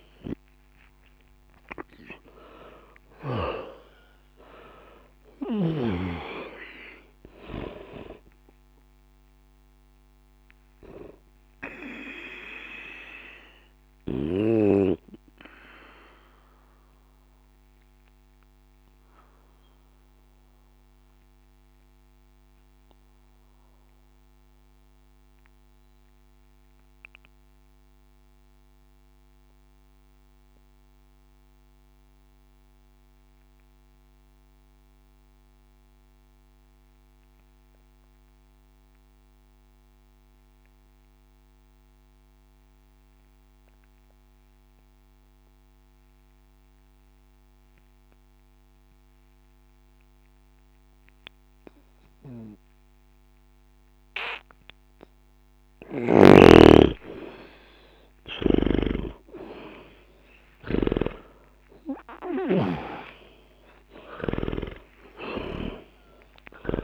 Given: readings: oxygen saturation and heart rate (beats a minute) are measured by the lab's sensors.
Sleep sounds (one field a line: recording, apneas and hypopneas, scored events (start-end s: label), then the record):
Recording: breathing in sleep by a microphone on the trachea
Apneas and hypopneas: 1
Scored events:
0.00-34.00 s: oxygen desaturation (device-marked, oxygen 76% lowest, heart rate 60 extreme)
14.50-56.00 s: obstructive apnea (oxygen 97% before, 76% lowest, heart rate 61 before, 61 extreme, up 0 after)
51.00-66.84 s: oxygen desaturation (device-marked, oxygen 99% before, 89% lowest, heart rate 61 before, 61 extreme)
56.00-61.00 s: snoring (device-marked)
57.00-61.00 s: arousal
From the record:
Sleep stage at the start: N2 (light sleep)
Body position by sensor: on the back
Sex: male